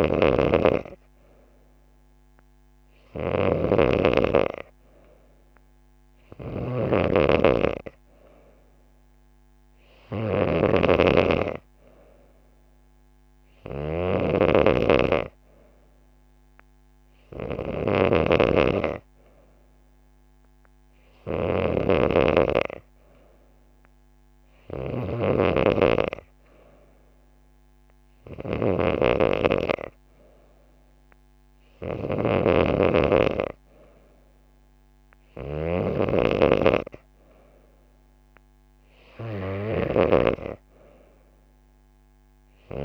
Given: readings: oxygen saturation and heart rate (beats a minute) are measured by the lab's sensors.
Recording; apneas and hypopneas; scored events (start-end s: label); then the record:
breathing in sleep by a microphone on the trachea; none
none scored
From the record:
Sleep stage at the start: N3 (deep sleep); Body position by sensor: on the back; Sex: female